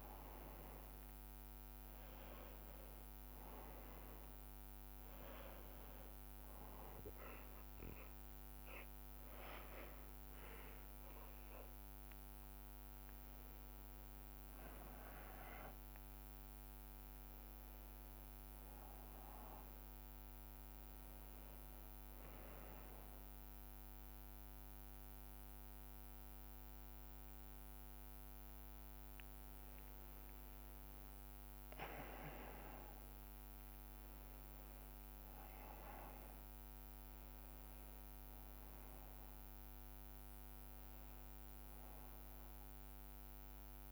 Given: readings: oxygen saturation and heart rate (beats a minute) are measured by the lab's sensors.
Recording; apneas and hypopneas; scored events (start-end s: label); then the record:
breathing in sleep, hard to hear, by a microphone on the trachea; none
none scored
From the record:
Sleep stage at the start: N1 (lightest sleep); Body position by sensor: on the back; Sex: male